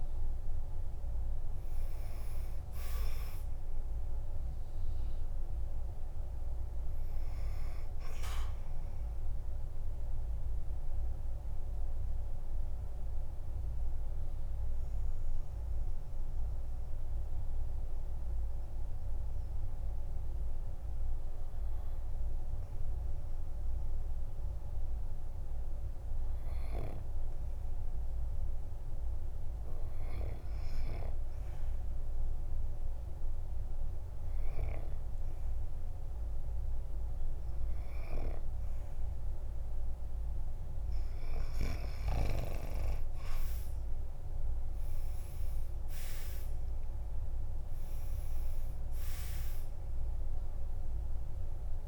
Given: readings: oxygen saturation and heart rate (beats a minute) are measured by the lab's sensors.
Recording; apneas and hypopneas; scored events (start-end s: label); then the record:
breathing in sleep by a room microphone; 1
0.00-25.50 s: oxygen desaturation (device-marked, oxygen 91% lowest, heart rate 48 extreme)
10.50-40.00 s: obstructive apnea (oxygen 99% before, 91% lowest, heart rate 57 before, 47 extreme, up 8 after)
41.50-51.88 s: oxygen desaturation (device-marked, oxygen 99% before, 92% lowest, heart rate 53 before, 45 extreme)
44.50-48.50 s: arousal
From the record:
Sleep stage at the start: N2 (light sleep); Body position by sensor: on the back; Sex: male